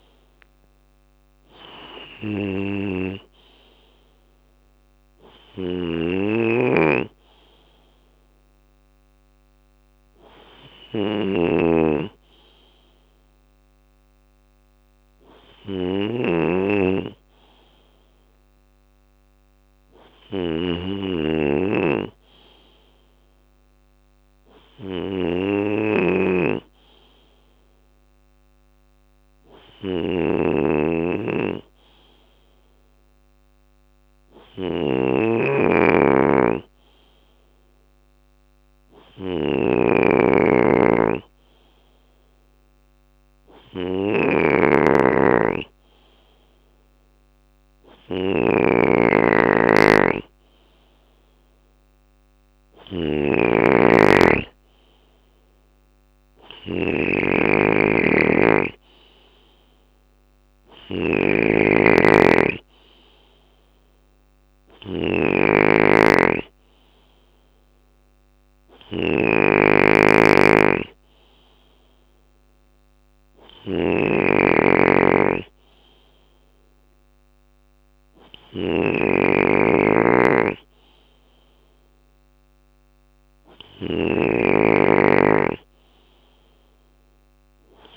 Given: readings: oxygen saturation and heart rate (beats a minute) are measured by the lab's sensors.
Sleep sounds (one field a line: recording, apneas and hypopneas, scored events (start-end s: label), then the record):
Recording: breathing in sleep by a microphone on the trachea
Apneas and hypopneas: none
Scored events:
0.00-5.00 s: drop in pulse transit time (device-marked, heart rate 59 extreme)
1.00-52.00 s: bradycardia (device-marked, heart rate 63 before, 56 extreme)
4.00-87.97 s: snoring (device-marked)
55.00-63.00 s: bradycardia (device-marked, heart rate 62 before, 58 extreme)
67.00-83.00 s: bradycardia (device-marked, heart rate 62 before, 56 extreme)
From the record:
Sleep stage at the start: N2 (light sleep)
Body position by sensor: on the left side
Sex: male